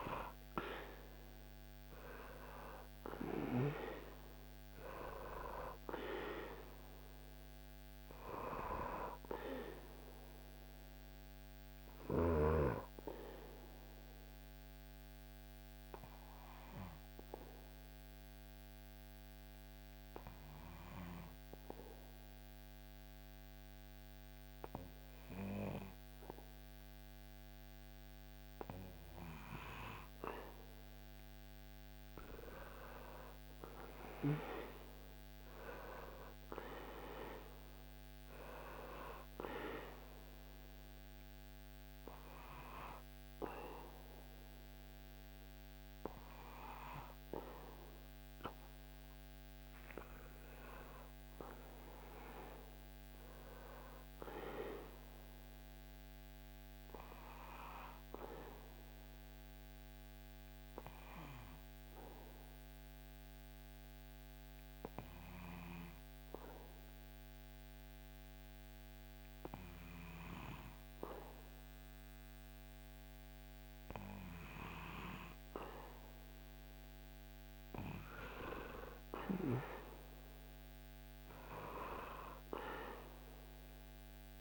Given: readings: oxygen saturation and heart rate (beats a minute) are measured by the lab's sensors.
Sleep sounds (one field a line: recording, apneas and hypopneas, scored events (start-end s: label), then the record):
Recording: breathing in sleep by a microphone on the trachea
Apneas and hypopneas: 2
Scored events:
0.00-2.00 s: arousal
12.50-29.50 s: obstructive apnea (oxygen 99% before, 95% lowest, heart rate 72 before, 69 extreme, up 7 after)
31.50-34.50 s: arousal
41.00-84.41 s: new sleep stage, N1 (lightest sleep)
58.00-73.00 s: obstructive apnea (oxygen 98% before, 95% lowest, heart rate 76 before, 64 extreme, up 12 after)
76.00-80.00 s: arousal
From the record:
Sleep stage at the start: N2 (light sleep)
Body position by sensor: on the back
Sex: male